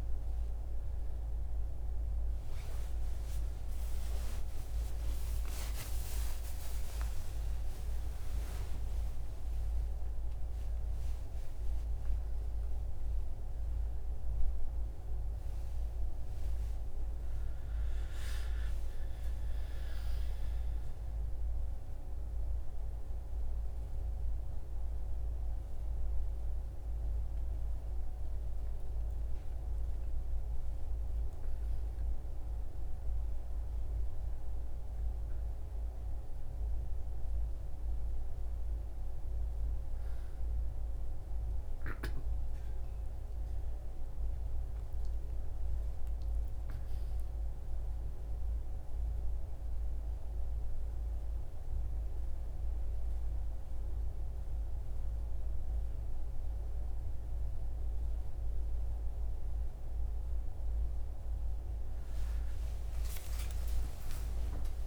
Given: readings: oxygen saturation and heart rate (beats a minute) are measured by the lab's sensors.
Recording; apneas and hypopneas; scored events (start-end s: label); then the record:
a person awake in a sleep study, hard to hear, by a room microphone; none
none scored
From the record:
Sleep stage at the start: awake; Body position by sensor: on the right side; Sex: male